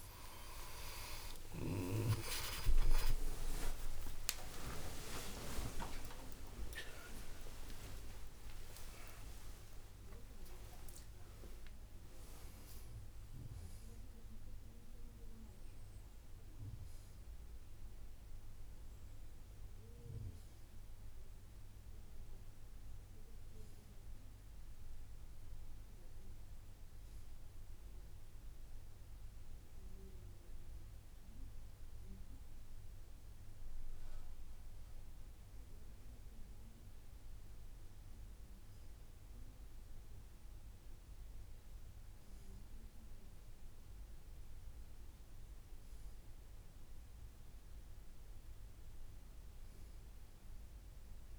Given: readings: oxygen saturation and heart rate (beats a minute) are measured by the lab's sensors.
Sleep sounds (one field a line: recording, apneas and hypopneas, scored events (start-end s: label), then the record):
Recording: breathing in sleep by a room microphone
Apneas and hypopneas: none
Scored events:
0.00-7.00 s: arousal
42.00-45.00 s: oxygen desaturation (device-marked, oxygen 97% before, 96% lowest, heart rate 64 before, 60 extreme)
From the record:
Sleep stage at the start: N1 (lightest sleep)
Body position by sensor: on the right side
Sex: male